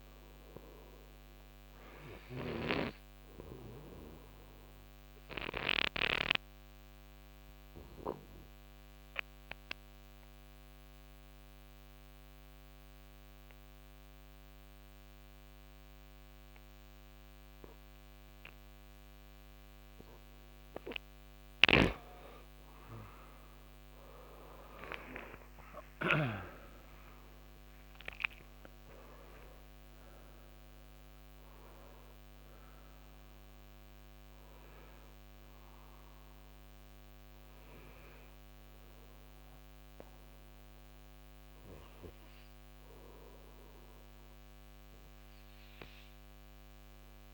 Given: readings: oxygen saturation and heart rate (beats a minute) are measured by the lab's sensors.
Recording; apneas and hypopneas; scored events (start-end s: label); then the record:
breathing in sleep by a microphone on the trachea; 1
0.00-2.50 s: snoring (device-marked)
0.00-10.50 s: oxygen desaturation (device-marked, oxygen 90% lowest, heart rate 68 extreme)
4.50-21.00 s: obstructive apnea (oxygen 93% before, 87% lowest, heart rate 71 before, 60 extreme, up 10 after)
21.50-26.00 s: snoring (device-marked)
23.00-28.00 s: arousal
23.50-47.34 s: oxygen desaturation (device-marked, oxygen 94% before, 87% lowest, heart rate 69 before, 60 extreme)
From the record:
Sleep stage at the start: N2 (light sleep); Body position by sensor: on the right side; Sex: male